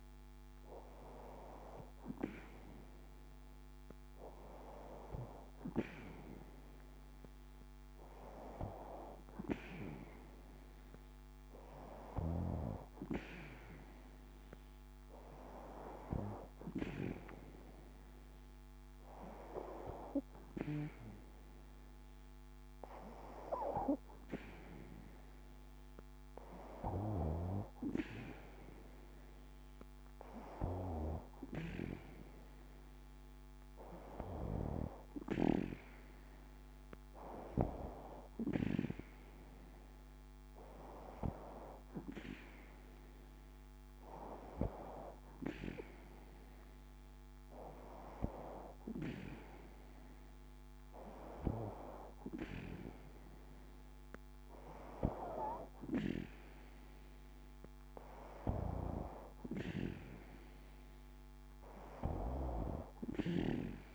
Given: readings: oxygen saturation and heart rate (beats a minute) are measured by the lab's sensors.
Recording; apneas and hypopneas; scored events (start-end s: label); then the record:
breathing in sleep by a microphone on the trachea; none
none scored
From the record:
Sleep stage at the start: N2 (light sleep); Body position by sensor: on the back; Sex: female